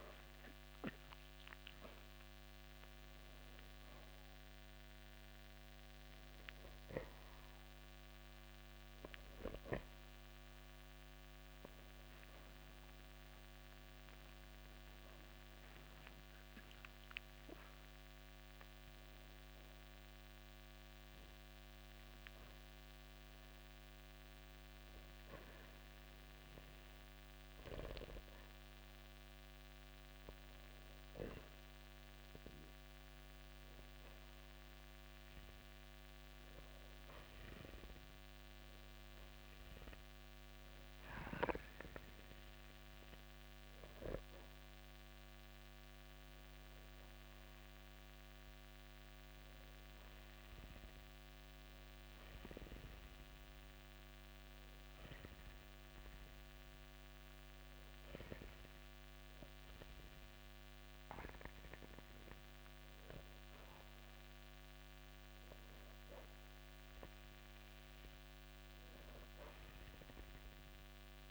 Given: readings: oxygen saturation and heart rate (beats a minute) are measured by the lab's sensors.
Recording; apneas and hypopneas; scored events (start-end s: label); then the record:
breathing in sleep, hard to hear, by a microphone on the trachea; 2
2.50-5.50 s: arousal
6.50-27.50 s: oxygen desaturation (device-marked, oxygen 95% before, 91% lowest, heart rate 81 before, 64 extreme)
8.50-18.50 s: hypopnea (oxygen 95% before, 91% lowest, heart rate 83 before, 64 extreme)
20.00-22.50 s: arousal
47.50-62.50 s: obstructive apnea (oxygen 95% before, 91% lowest, heart rate 91 before, 64 extreme, up 50 after)
64.00-67.50 s: arousal
From the record:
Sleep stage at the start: N2 (light sleep); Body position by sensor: on the back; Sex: male